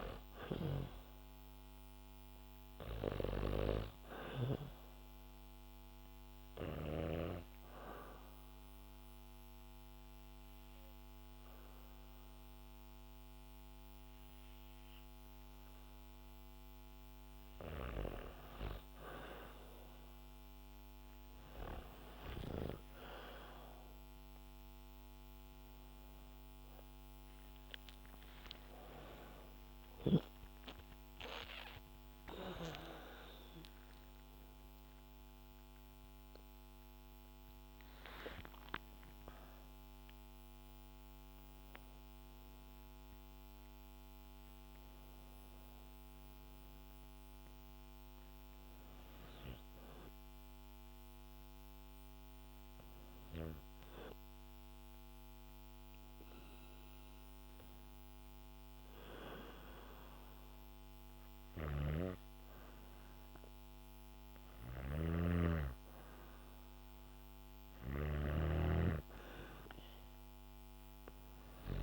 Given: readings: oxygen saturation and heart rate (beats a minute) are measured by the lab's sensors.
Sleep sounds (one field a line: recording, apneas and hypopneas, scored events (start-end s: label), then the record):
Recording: breathing in sleep by a microphone on the trachea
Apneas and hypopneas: 2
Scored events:
0.00-1.50 s: arousal
5.50-18.00 s: hypopnea (oxygen 98% before, 94% lowest, heart rate 61 before, 57 extreme, up 11 after)
8.50-12.50 s: bradycardia (device-marked, heart rate 64 before, 59 extreme)
24.50-31.00 s: arousal
47.50-63.50 s: bradycardia (device-marked, heart rate 64 before, 57 extreme)
49.50-61.50 s: hypopnea (oxygen 100% before, 94% lowest, heart rate 79 before, 57 extreme, up 3 after)
60.50-67.50 s: snoring (device-marked)
64.00-67.00 s: arousal
From the record:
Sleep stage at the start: N2 (light sleep)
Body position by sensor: on the back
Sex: female